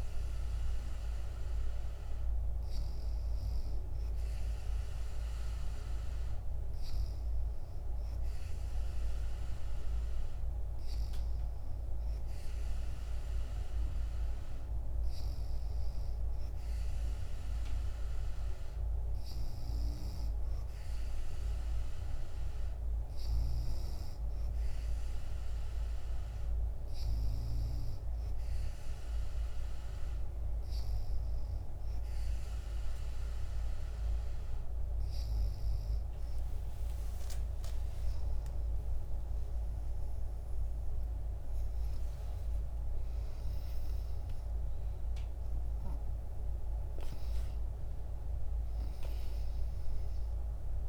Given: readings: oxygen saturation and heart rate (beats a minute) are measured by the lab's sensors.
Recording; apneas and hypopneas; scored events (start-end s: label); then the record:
breathing in sleep, hard to hear, by a room microphone; none
25.00-50.89 s: new sleep stage, N2 (light sleep)
37.50-44.00 s: arousal
From the record:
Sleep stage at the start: N3 (deep sleep); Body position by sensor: on the back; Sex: female